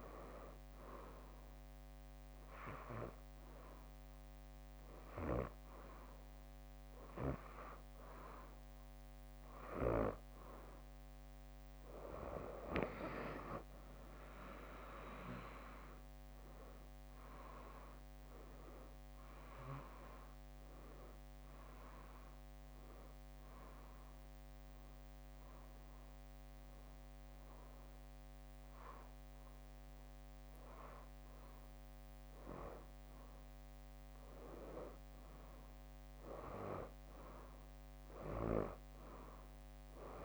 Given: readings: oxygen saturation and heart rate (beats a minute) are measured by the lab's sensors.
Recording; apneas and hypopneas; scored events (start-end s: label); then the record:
breathing in sleep by a microphone on the trachea; 1
13.50-16.50 s: arousal
24.00-34.00 s: hypopnea (oxygen 92% before, 90% lowest, heart rate 66 before, 59 extreme, up 9 after)
28.00-30.00 s: bradycardia (device-marked, heart rate 64 before, 64 extreme)
From the record:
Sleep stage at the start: N2 (light sleep); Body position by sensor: on the right side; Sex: female